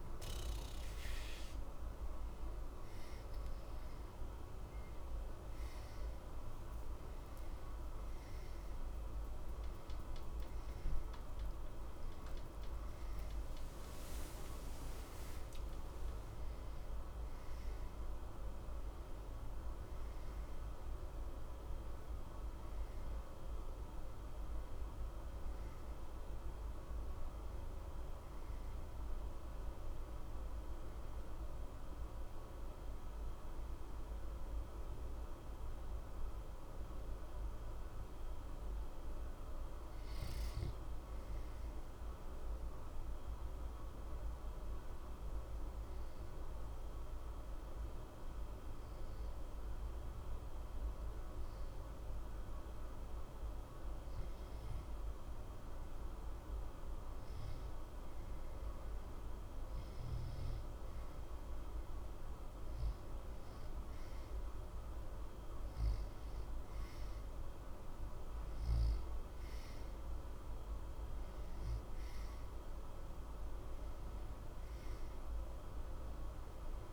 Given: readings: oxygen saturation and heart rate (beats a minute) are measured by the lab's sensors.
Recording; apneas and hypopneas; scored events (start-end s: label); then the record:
breathing in sleep, hard to hear, by a room microphone; 1
26.00-76.93 s: new sleep stage, REM sleep
42.00-57.00 s: obstructive apnea (oxygen 93% before, 90% lowest, heart rate 60 before, 60 extreme, up 0 after)
61.50-66.00 s: arousal
From the record:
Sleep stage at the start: N2 (light sleep); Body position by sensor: on the back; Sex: male